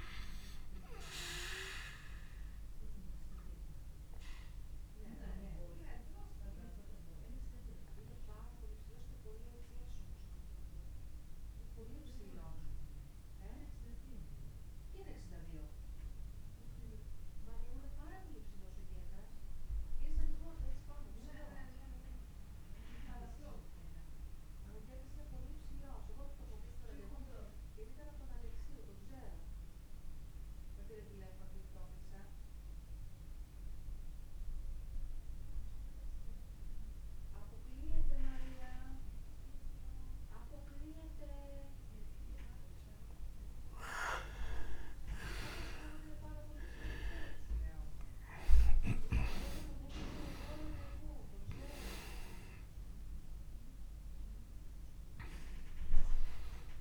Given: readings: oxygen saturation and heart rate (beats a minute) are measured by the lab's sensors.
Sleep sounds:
breathing in sleep by a room microphone; 1
0.00-20.50 s: oxygen desaturation (device-marked, oxygen 91% lowest)
2.00-42.00 s: obstructive apnea (oxygen 100% before, 87% lowest)
39.50-56.81 s: oxygen desaturation (device-marked, oxygen 99% before, 87% lowest)
45.50-49.50 s: arousal
From the record:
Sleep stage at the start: REM sleep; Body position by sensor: on the back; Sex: male

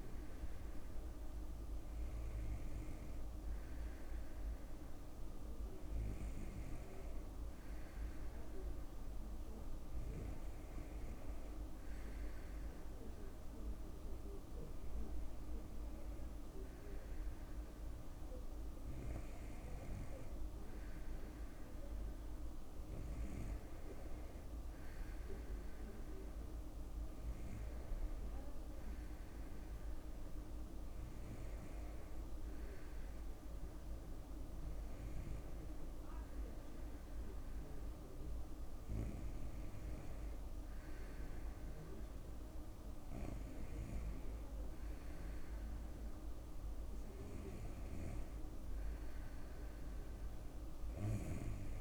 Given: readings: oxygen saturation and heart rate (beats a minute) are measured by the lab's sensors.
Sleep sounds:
breathing in sleep, hard to hear, by a room microphone; none
46.00-48.00 s: long interval between heartbeats (device-marked, heart rate 73 before, 83 extreme)
From the record:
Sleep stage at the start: N2 (light sleep); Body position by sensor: on the right side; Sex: male

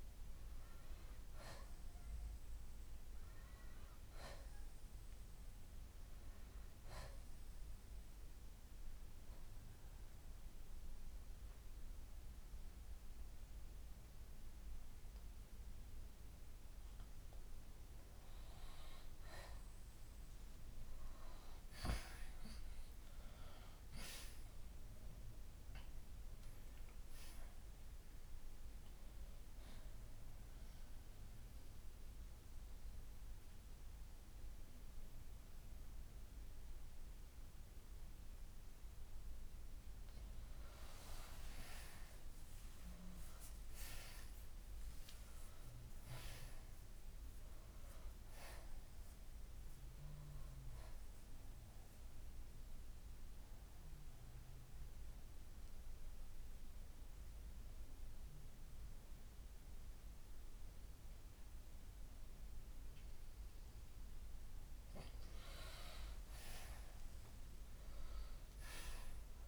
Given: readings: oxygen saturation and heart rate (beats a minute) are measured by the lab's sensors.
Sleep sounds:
breathing in sleep by a room microphone; 2
3.00-11.00 s: oxygen desaturation (device-marked, oxygen 94% before, 86% lowest, heart rate 70 before, 63 extreme)
8.00-19.00 s: obstructive apnea (oxygen 94% before, 86% lowest, heart rate 71 before, 60 extreme, up 6 after)
20.50-24.50 s: arousal
31.00-52.00 s: oxygen desaturation (device-marked, oxygen 93% before, 86% lowest, heart rate 66 before, 55 extreme)
45.00-49.00 s: arousal
52.00-64.50 s: obstructive apnea (oxygen 93% before, 85% lowest, heart rate 66 before, 55 extreme, up 13 after)
54.00-69.48 s: oxygen desaturation (device-marked, oxygen 93% before, 87% lowest, heart rate 65 before, 55 extreme)
68.00-69.48 s: arousal
From the record:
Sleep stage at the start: N2 (light sleep); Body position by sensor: on the back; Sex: male

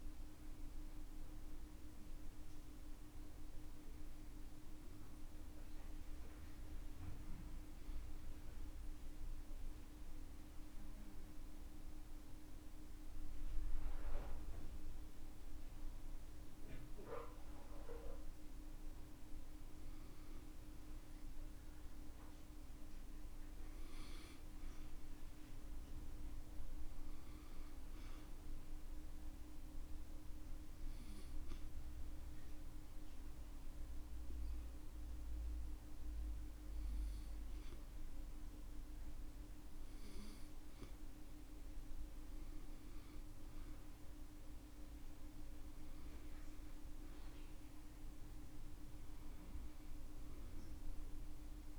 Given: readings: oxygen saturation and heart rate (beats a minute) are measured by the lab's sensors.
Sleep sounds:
breathing in sleep, hard to hear, by a room microphone; 2
9.00-19.00 s: obstructive apnea (oxygen 96% before, 92% lowest, heart rate 67 before, 60 extreme, up 4 after)
13.00-26.00 s: oxygen desaturation (device-marked, oxygen 95% before, 92% lowest, heart rate 67 before, 60 extreme)
20.50-25.00 s: arousal
29.50-42.00 s: obstructive apnea (oxygen 97% before, 93% lowest, heart rate 62 before, 60 extreme, up 8 after)
43.00-48.00 s: arousal
From the record:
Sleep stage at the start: N1 (lightest sleep); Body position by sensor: on the back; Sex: male

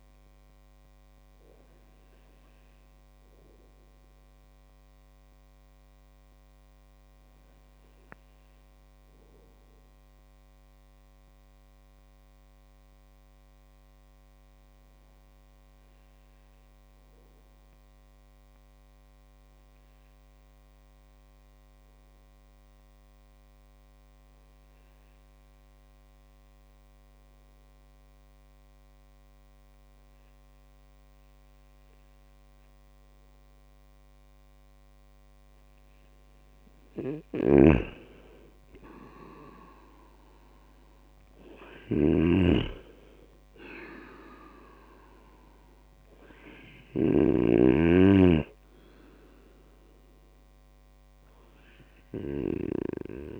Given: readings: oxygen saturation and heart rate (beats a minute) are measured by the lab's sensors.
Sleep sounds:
breathing in sleep by a microphone on the trachea; 1
0.50-34.00 s: obstructive apnea (oxygen 100% before, 97% lowest, heart rate 64 before, 54 extreme, up 12 after)
36.50-41.50 s: arousal
36.50-53.40 s: snoring (device-marked)
From the record:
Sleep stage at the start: N2 (light sleep); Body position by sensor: on the right side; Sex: male

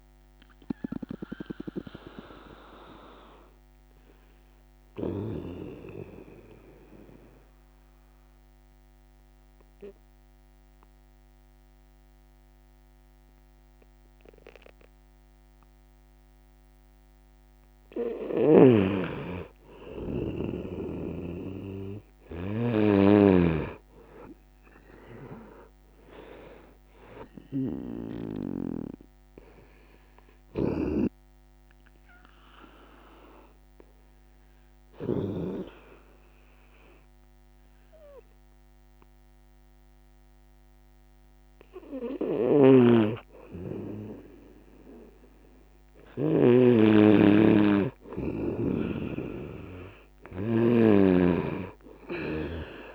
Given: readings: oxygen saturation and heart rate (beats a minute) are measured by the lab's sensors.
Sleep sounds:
breathing in sleep by a microphone on the trachea; 2
0.00-5.50 s: oxygen desaturation (device-marked, oxygen 92% lowest, heart rate 133 extreme)
1.50-17.00 s: obstructive apnea (oxygen 98% before, 91% lowest, heart rate 189 before, 106 extreme, up 17 after)
20.00-24.50 s: arousal
31.00-43.50 s: obstructive apnea (oxygen 98% before, 91% lowest)
32.50-48.50 s: oxygen desaturation (device-marked, oxygen 98% before, 93% lowest)
42.00-46.50 s: snoring (device-marked)
48.00-51.00 s: arousal
51.00-52.95 s: snoring (device-marked)
From the record:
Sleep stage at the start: N2 (light sleep); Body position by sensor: on the right side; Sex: male

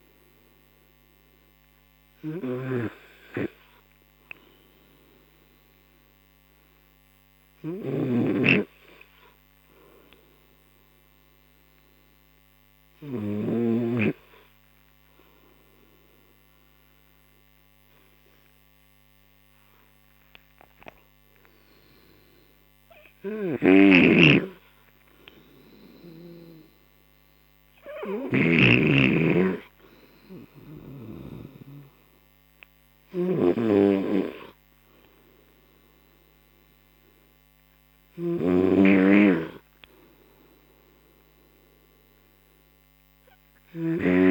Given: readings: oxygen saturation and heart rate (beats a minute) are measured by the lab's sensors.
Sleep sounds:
breathing in sleep by a microphone on the trachea; 1
4.00-21.00 s: hypopnea (oxygen 94% before, 92% lowest, heart rate 44 before, 33 extreme, up 16 after)
8.00-14.00 s: snoring (device-marked)
21.50-25.50 s: arousal
23.50-44.31 s: snoring (device-marked)
From the record:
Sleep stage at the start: N2 (light sleep); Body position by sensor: on the right side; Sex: male

